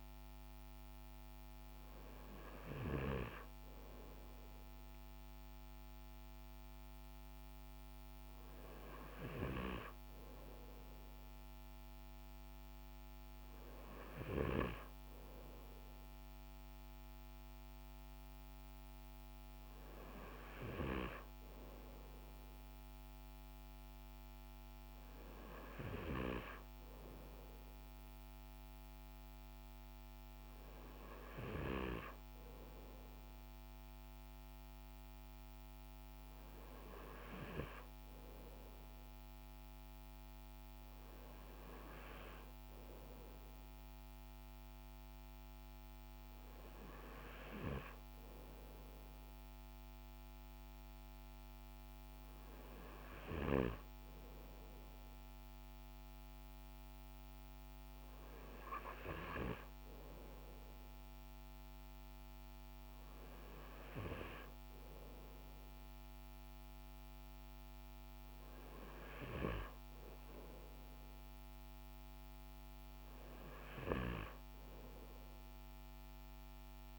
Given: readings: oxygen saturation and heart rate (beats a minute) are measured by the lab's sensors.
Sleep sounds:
breathing in sleep by a microphone on the trachea; none
none scored
From the record:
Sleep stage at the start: N2 (light sleep); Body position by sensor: on the front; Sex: male

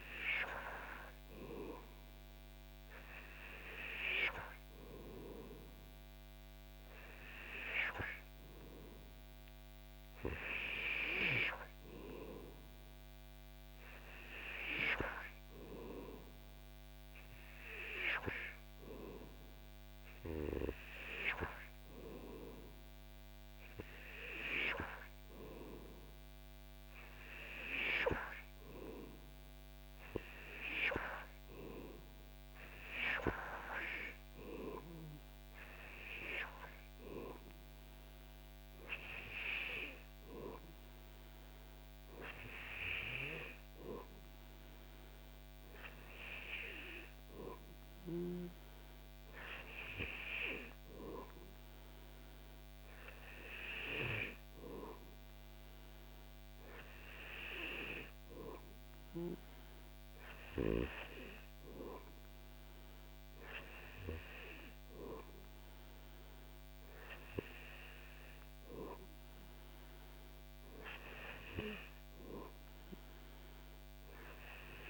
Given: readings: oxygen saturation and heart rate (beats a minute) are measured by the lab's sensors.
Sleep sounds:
breathing in sleep by a microphone on the trachea; none
none scored
From the record:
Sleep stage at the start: N2 (light sleep); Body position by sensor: on the back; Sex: male

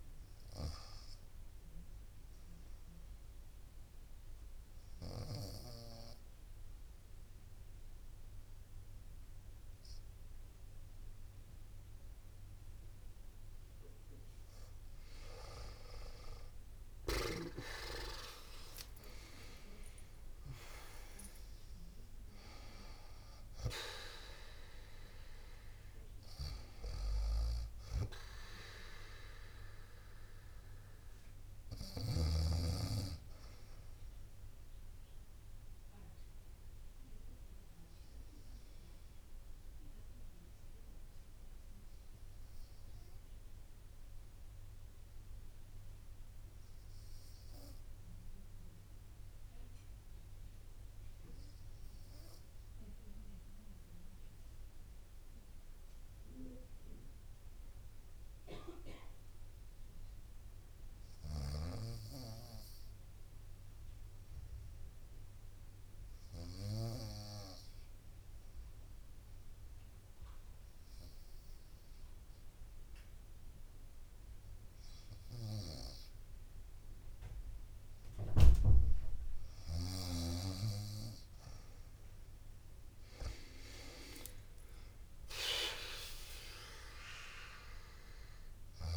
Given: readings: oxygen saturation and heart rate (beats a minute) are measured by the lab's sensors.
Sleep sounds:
breathing in sleep by a room microphone; 2
0.00-5.00 s: snoring (device-marked)
2.50-13.50 s: obstructive apnea (oxygen 97% before, 91% lowest, heart rate 61 before, 59 extreme, up 9 after)
5.00-34.00 s: oxygen desaturation (device-marked, oxygen 97% before, 92% lowest, heart rate 60 before, 58 extreme)
16.00-21.50 s: arousal
17.00-31.00 s: drop in pulse transit time (device-marked, heart rate 61 before, 64 extreme)
27.00-31.50 s: snoring (device-marked)
33.00-42.00 s: bradycardia (device-marked, heart rate 64 before, 58 extreme)
35.50-78.00 s: mixed apnea (oxygen 95% before, 88% lowest, heart rate 67 before, 58 extreme, up 15 after)
55.00-64.00 s: bradycardia (device-marked, heart rate 64 before, 58 extreme)
60.50-66.50 s: snoring (device-marked)
62.00-88.97 s: oxygen desaturation (device-marked, oxygen 98% before, 89% lowest, heart rate 60 before, 57 extreme)
66.00-73.00 s: bradycardia (device-marked, heart rate 64 before, 59 extreme)
75.00-79.50 s: snoring (device-marked)
82.00-88.97 s: drop in pulse transit time (device-marked, heart rate 60 before, 63 extreme)
83.50-87.50 s: arousal
From the record:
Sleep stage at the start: REM sleep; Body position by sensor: on the right side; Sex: female

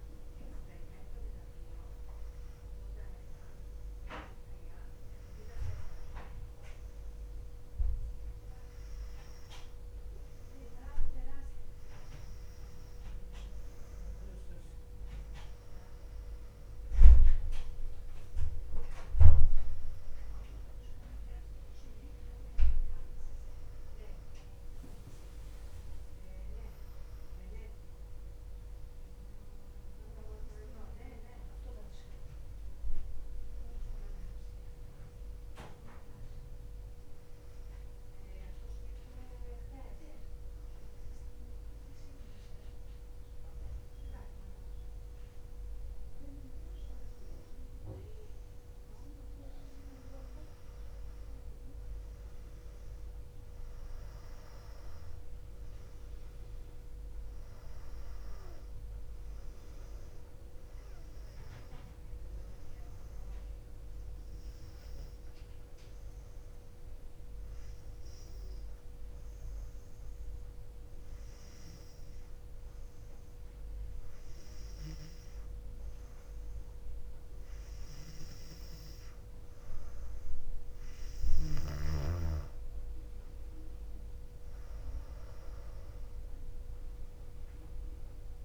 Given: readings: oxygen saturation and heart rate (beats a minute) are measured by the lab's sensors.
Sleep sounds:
breathing in sleep by a room microphone; 2
29.50-33.00 s: arousal
39.00-50.50 s: hypopnea (oxygen 98% before, 94% lowest, heart rate 62 before, 58 extreme, up 0 after)
53.00-57.00 s: arousal
58.50-68.50 s: oxygen desaturation (device-marked, oxygen 98% before, 94% lowest, heart rate 60 before, 58 extreme)
64.50-77.50 s: hypopnea (oxygen 98% before, 94% lowest, heart rate 60 before, 58 extreme, up 3 after)
83.50-87.50 s: arousal
From the record:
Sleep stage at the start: N2 (light sleep); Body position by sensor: on the back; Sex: female

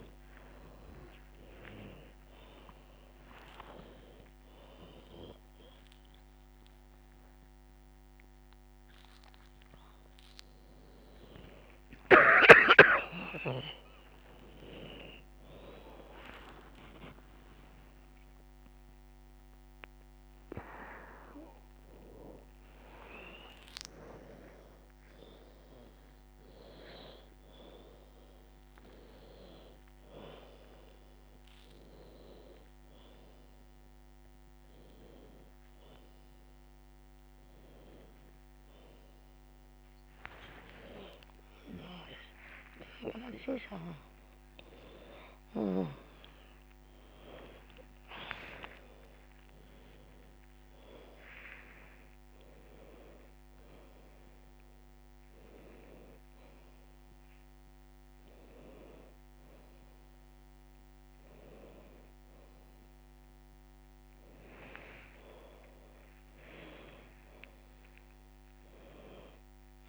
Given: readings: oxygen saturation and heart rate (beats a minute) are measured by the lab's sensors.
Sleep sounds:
a person awake in a sleep study, by a microphone on the trachea; none
13.50-29.50 s: drop in pulse transit time (device-marked, heart rate 118 before, 93 extreme)
18.50-31.50 s: oxygen desaturation (device-marked, oxygen 94% before, 88% lowest, heart rate 114 before, 94 extreme)
From the record:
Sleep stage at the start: awake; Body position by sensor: on the back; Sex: female

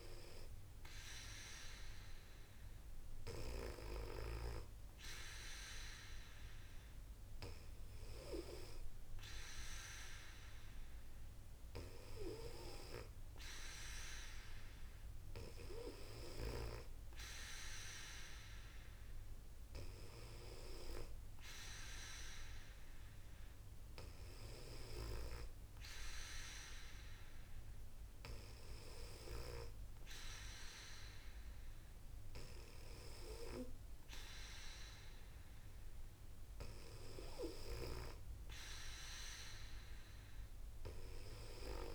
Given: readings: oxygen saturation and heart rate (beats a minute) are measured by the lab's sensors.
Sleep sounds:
breathing in sleep by a room microphone; none
none scored
From the record:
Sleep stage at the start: N2 (light sleep); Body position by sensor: on the back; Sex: female

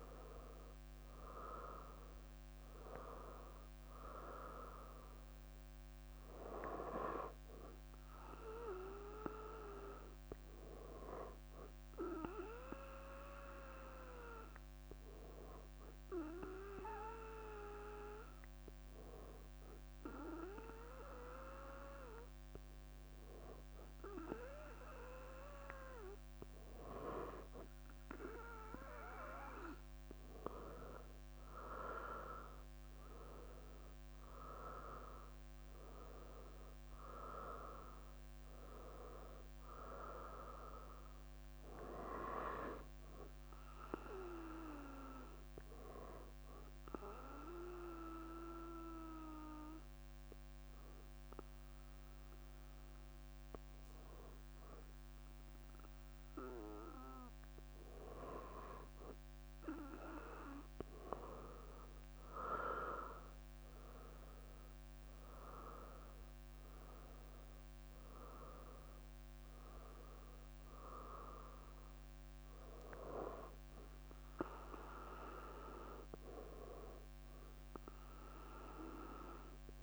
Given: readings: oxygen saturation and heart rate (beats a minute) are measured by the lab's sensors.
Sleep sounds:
breathing in sleep by a microphone on the trachea; 2
4.50-8.50 s: bradycardia (device-marked, heart rate 67 before, 59 extreme)
11.00-26.00 s: hypopnea (oxygen 97% before, 97% lowest, heart rate 66 before, 58 extreme, up 7 after)
25.50-27.00 s: leg movement (device-marked)
29.00-31.00 s: leg movement (device-marked)
31.00-34.50 s: arousal
33.00-37.00 s: leg movement (device-marked)
40.00-41.00 s: leg movement (device-marked)
41.50-55.50 s: bradycardia (device-marked, heart rate 67 before, 58 extreme)
42.00-43.50 s: leg movement (device-marked)
44.50-45.50 s: leg movement (device-marked)
45.00-56.50 s: hypopnea (oxygen 99% before, 96% lowest, heart rate 64 before, 58 extreme, up 11 after)
59.50-64.00 s: arousal
72.50-78.50 s: bradycardia (device-marked, heart rate 66 before, 58 extreme)
From the record:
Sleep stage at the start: N2 (light sleep); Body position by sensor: on the front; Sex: female

